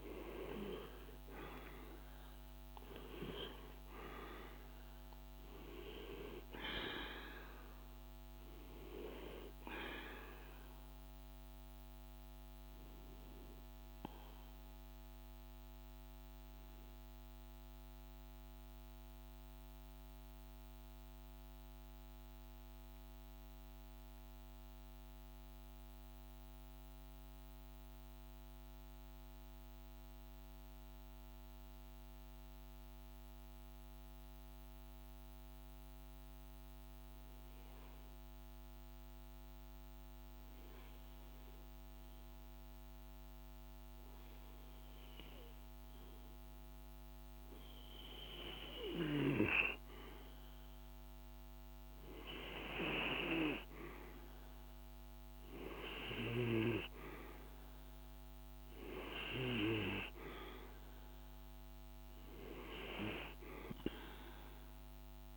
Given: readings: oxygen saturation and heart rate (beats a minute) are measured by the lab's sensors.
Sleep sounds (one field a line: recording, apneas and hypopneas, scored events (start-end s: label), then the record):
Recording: breathing in sleep by a microphone on the trachea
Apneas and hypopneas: 1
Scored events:
0.00-21.50 s: oxygen desaturation (device-marked, oxygen 92% lowest, heart rate 51 extreme)
18.00-38.50 s: mixed apnea (oxygen 97% before, 91% lowest, heart rate 55 before, 51 extreme, up 0 after)
40.00-43.50 s: arousal
40.50-65.37 s: oxygen desaturation (device-marked, oxygen 99% before, 91% lowest, heart rate 52 before, 50 extreme)
From the record:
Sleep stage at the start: N2 (light sleep)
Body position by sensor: on the right side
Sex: male